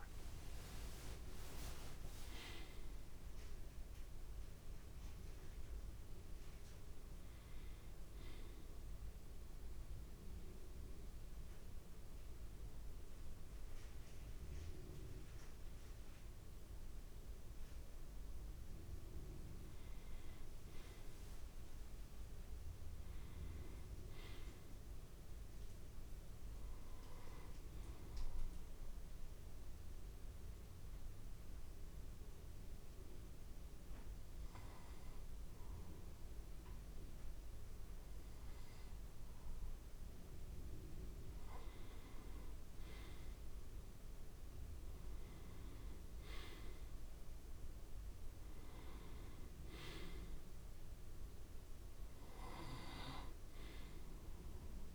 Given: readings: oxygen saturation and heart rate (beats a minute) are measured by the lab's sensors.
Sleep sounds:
a person partly awake in a sleep study, by a room microphone; 2
1.00-31.00 s: new sleep stage, N1 (lightest sleep)
9.00-19.50 s: central apnea (oxygen 100% before, 91% lowest, heart rate 55 before, 43 extreme, up 21 after)
22.00-25.50 s: arousal
29.00-41.50 s: mixed apnea (oxygen 100% before, 90% lowest, heart rate 55 before, 58 extreme, up 10 after)
31.00-54.95 s: new sleep stage, N2 (light sleep)
45.50-48.50 s: arousal
51.00-54.95 s: oxygen desaturation (device-marked, oxygen 94% before, 91% lowest, heart rate 63 before, 65 extreme)
From the record:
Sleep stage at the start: awake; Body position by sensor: on the back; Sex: male

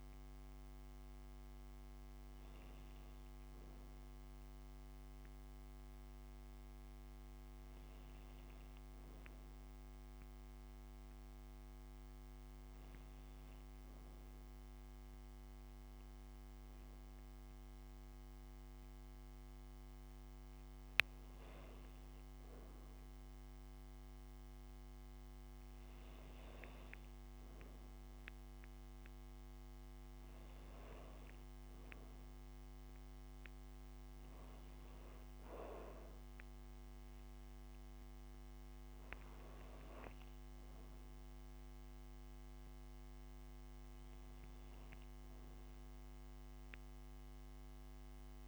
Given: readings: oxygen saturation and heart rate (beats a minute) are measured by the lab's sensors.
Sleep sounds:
breathing in sleep, hard to hear, by a microphone on the trachea; none
none scored
From the record:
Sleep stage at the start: N2 (light sleep); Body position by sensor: on the back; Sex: female

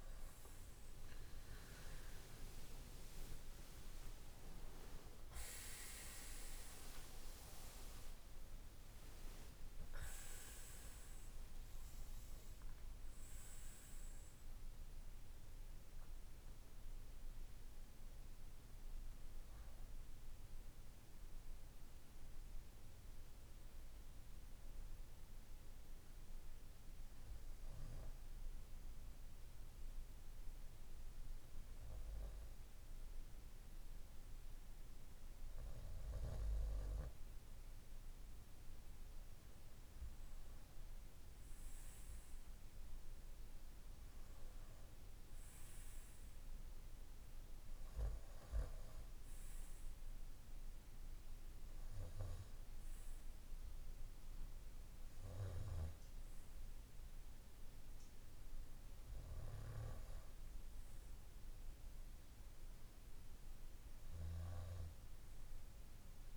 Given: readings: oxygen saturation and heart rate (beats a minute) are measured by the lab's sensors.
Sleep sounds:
breathing in sleep by a room microphone; 1
0.50-8.00 s: arousal
22.50-37.50 s: hypopnea (oxygen 96% before, 95% lowest, heart rate 69 before, 53 extreme, up 6 after)
39.50-44.50 s: arousal
From the record:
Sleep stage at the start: N2 (light sleep); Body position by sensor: on the right side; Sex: male

